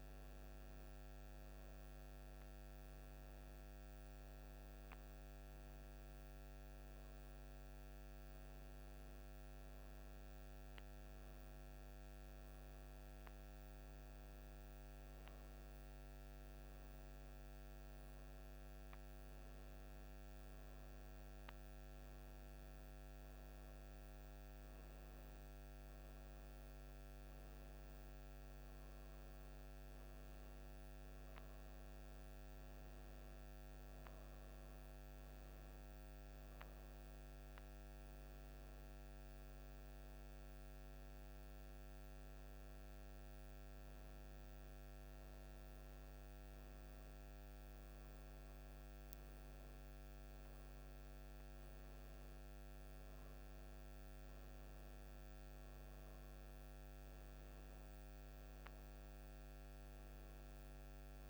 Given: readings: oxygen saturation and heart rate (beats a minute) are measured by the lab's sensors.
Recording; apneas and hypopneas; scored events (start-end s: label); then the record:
a person awake in a sleep study, hard to hear, by a microphone on the trachea; none
none scored
From the record:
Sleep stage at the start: awake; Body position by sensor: on the right side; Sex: female